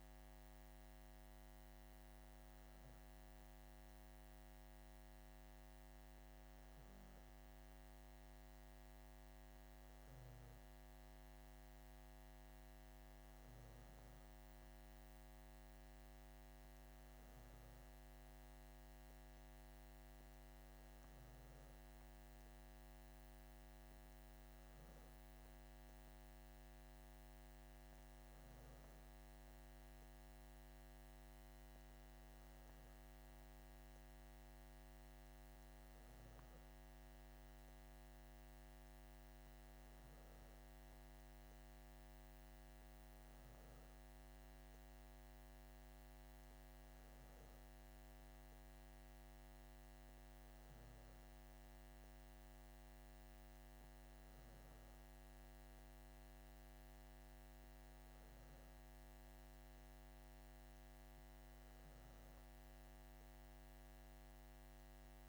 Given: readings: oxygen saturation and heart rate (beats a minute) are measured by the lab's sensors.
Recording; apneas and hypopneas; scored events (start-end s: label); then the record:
breathing in sleep, hard to hear, by a microphone on the trachea; none
none scored
From the record:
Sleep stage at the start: N2 (light sleep); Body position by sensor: on the back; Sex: male